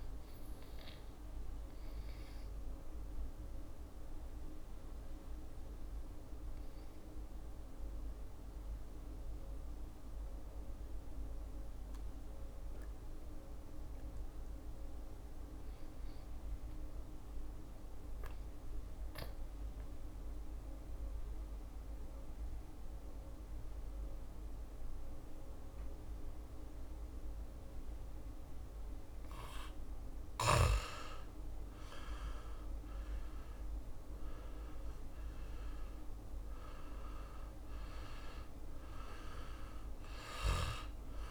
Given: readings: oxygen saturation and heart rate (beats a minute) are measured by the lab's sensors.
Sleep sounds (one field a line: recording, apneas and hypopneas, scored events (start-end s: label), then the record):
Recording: breathing in sleep by a room microphone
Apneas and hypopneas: 1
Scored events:
0.00-18.50 s: oxygen desaturation (device-marked, oxygen 92% lowest, heart rate 62 extreme)
1.50-30.50 s: obstructive apnea (oxygen 97% before, 86% lowest, heart rate 67 before, 62 extreme, up 10 after)
29.50-41.31 s: oxygen desaturation (device-marked, oxygen 98% before, 86% lowest, heart rate 64 before, 61 extreme)
31.50-35.00 s: arousal
From the record:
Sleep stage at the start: N2 (light sleep)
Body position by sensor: on the back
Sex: male